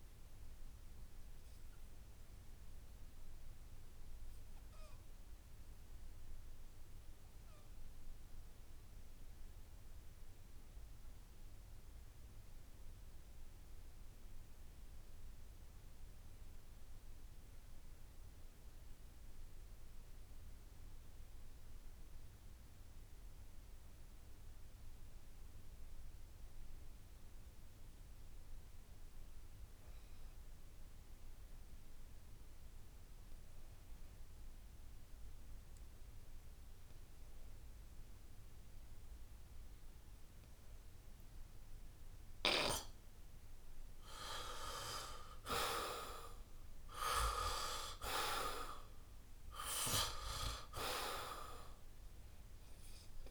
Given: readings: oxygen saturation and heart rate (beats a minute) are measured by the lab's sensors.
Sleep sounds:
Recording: breathing in sleep by a room microphone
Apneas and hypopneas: 1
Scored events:
0.00-17.50 s: oxygen desaturation (device-marked, oxygen 77% lowest, heart rate 62 extreme)
1.50-42.50 s: obstructive apnea (oxygen 96% before, 75% lowest, heart rate 74 before, 62 extreme, up 6 after)
16.50-18.50 s: long interval between heartbeats (device-marked, heart rate 69 before, 68 extreme)
26.50-53.31 s: oxygen desaturation (device-marked, oxygen 97% before, 75% lowest, heart rate 67 before, 65 extreme)
45.00-49.00 s: arousal
From the record:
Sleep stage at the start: N2 (light sleep)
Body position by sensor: on the back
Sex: male

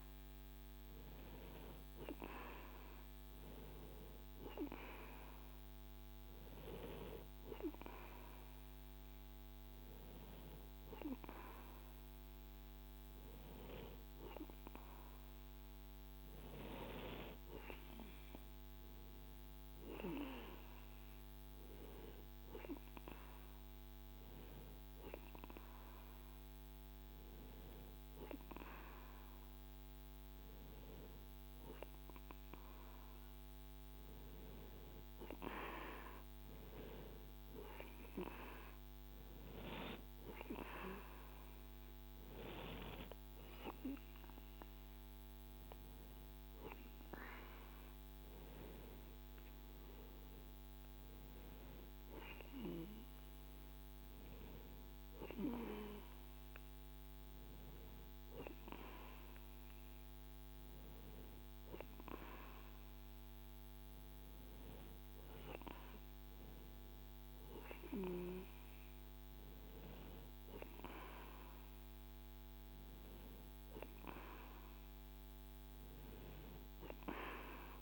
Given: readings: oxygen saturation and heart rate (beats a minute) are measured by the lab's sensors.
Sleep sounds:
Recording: breathing in sleep by a microphone on the trachea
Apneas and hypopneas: none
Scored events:
none scored
From the record:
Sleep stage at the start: N2 (light sleep)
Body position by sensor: on the right side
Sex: male

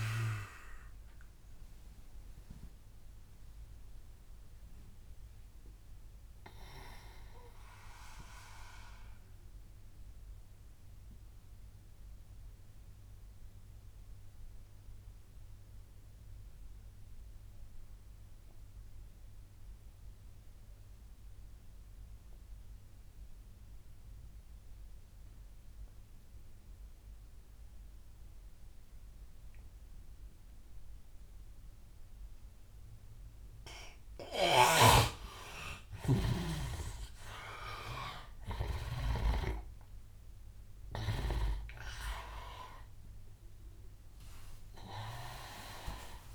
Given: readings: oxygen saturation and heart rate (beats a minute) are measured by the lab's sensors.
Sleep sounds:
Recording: breathing in sleep by a room microphone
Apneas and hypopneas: 1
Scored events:
0.00-21.00 s: oxygen desaturation (device-marked, oxygen 85% lowest, heart rate 75 extreme)
0.50-33.00 s: obstructive apnea (oxygen 98% before, 82% lowest, heart rate 83 before, 75 extreme, up 12 after)
26.00-46.35 s: oxygen desaturation (device-marked, oxygen 98% before, 82% lowest, heart rate 88 before, 75 extreme)
37.50-42.50 s: arousal
From the record:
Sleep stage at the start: N2 (light sleep)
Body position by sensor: on the back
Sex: male

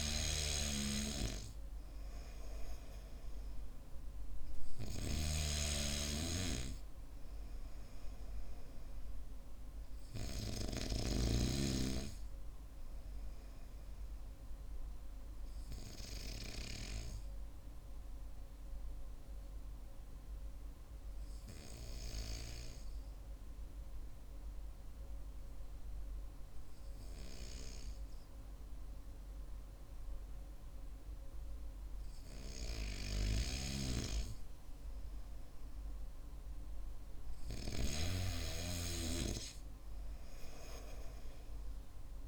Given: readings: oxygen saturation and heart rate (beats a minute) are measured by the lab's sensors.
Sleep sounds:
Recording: breathing in sleep by a room microphone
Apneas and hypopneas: 1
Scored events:
16.50-31.50 s: hypopnea (oxygen 96% before, 94% lowest, heart rate 54 before, 49 extreme, up 6 after)
33.50-37.00 s: arousal
From the record:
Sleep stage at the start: N2 (light sleep)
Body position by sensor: on the back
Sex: male

